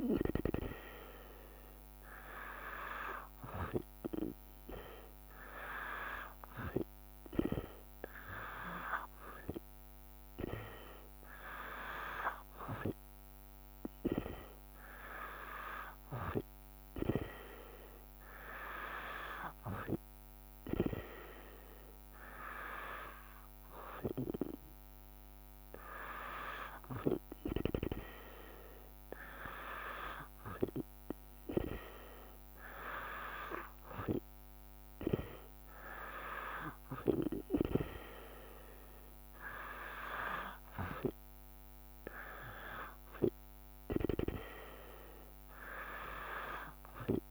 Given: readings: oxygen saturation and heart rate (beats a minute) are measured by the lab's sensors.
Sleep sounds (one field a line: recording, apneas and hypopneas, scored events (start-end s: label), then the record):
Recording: breathing in sleep by a microphone on the trachea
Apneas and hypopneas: none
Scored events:
none scored
From the record:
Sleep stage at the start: N2 (light sleep)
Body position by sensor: on the back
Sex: female